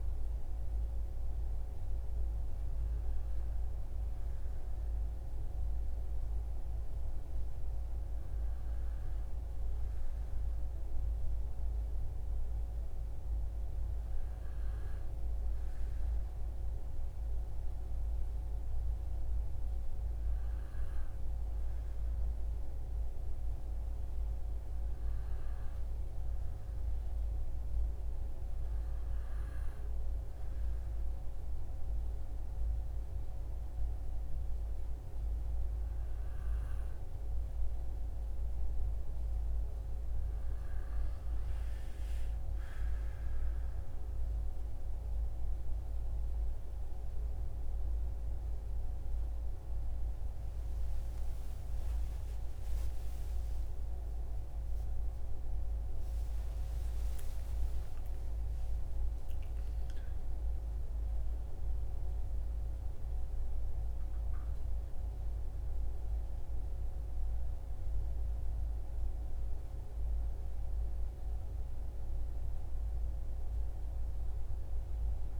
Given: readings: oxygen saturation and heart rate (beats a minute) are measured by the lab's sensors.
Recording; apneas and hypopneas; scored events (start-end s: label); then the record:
breathing in sleep, hard to hear, by a room microphone; 1
14.50-44.50 s: new sleep stage, N2 (light sleep)
22.50-26.50 s: arousal
30.00-40.00 s: mixed apnea (oxygen 96% before, 94% lowest, heart rate 60 before, 56 extreme, up 16 after)
44.50-75.40 s: new sleep stage, N1 (lightest sleep)
52.50-58.00 s: arousal
From the record:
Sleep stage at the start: REM sleep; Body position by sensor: on the back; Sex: male